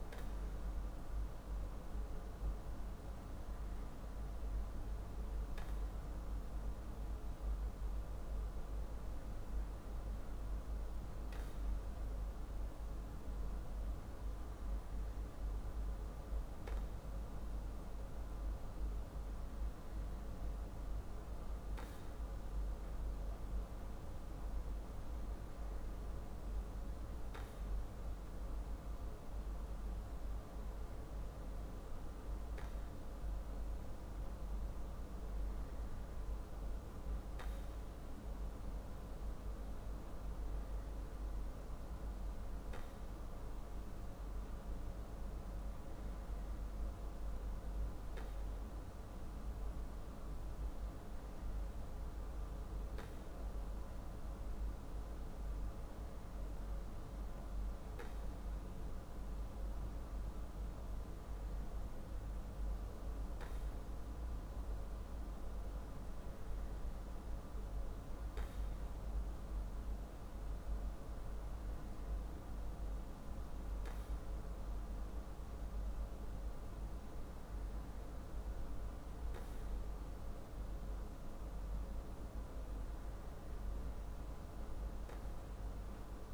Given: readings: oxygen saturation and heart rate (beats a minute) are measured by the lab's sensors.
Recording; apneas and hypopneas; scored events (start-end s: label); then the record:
breathing in sleep, hard to hear, by a room microphone; none
none scored
From the record:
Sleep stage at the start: N2 (light sleep); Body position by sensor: on the back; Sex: male